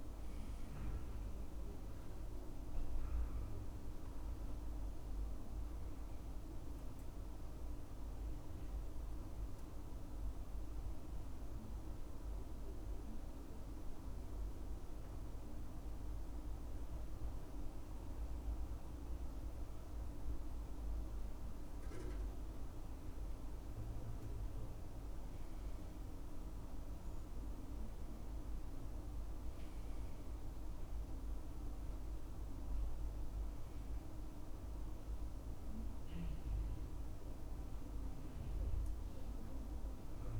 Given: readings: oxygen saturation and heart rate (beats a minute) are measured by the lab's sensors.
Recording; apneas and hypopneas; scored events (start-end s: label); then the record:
breathing in sleep, hard to hear, by a room microphone; 1
0.00-19.00 s: oxygen desaturation (device-marked, oxygen 92% lowest, heart rate 65 extreme)
4.50-20.50 s: obstructive apnea (oxygen 97% before, 92% lowest, heart rate 71 before, 65 extreme, up 5 after)
24.50-28.50 s: arousal
32.00-40.40 s: oxygen desaturation (device-marked, oxygen 98% before, 94% lowest, heart rate 68 before, 64 extreme)
From the record:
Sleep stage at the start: N2 (light sleep); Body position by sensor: on the right side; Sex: male